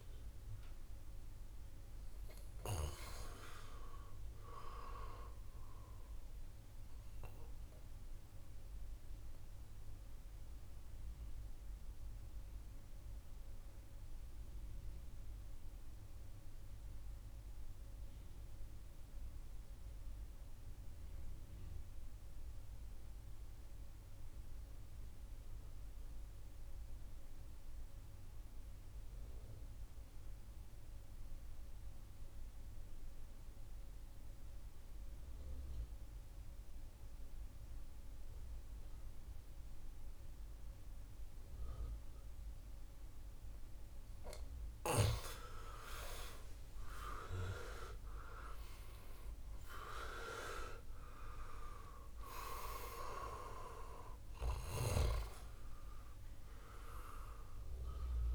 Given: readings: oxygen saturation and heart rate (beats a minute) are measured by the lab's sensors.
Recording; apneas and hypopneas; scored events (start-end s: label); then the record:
breathing in sleep by a room microphone; 1
0.00-15.00 s: oxygen desaturation (device-marked, oxygen 92% lowest, heart rate 55 extreme)
8.00-45.00 s: obstructive apnea (oxygen 99% before, 84% lowest, heart rate 63 before, 61 extreme, up 6 after)
33.00-58.35 s: oxygen desaturation (device-marked, oxygen 97% before, 84% lowest, heart rate 65 before, 63 extreme)
46.50-50.50 s: arousal
From the record:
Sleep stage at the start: N2 (light sleep); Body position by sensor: on the back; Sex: male